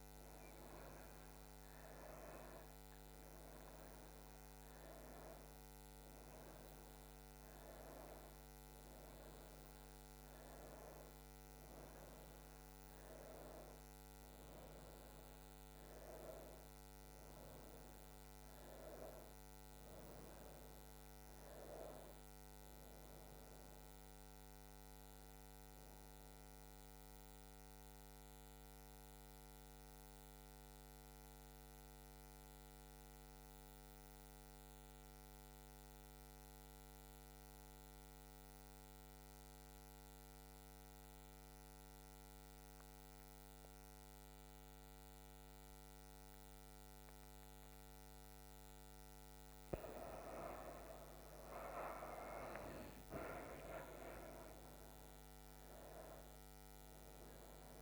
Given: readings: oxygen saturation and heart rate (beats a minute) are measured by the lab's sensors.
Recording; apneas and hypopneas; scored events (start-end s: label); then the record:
breathing in sleep by a microphone on the trachea; 1
0.00-7.50 s: oxygen desaturation (device-marked, oxygen 91% lowest, heart rate 75 extreme)
14.50-57.82 s: new sleep stage, N2 (light sleep)
27.00-48.50 s: mixed apnea (oxygen 99% before, 91% lowest, heart rate 86 before, 68 extreme, up 11 after)
46.50-57.82 s: oxygen desaturation (device-marked, oxygen 98% before, 91% lowest, heart rate 73 before, 69 extreme)
50.50-54.50 s: arousal
From the record:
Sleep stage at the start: N1 (lightest sleep); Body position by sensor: on the right side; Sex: female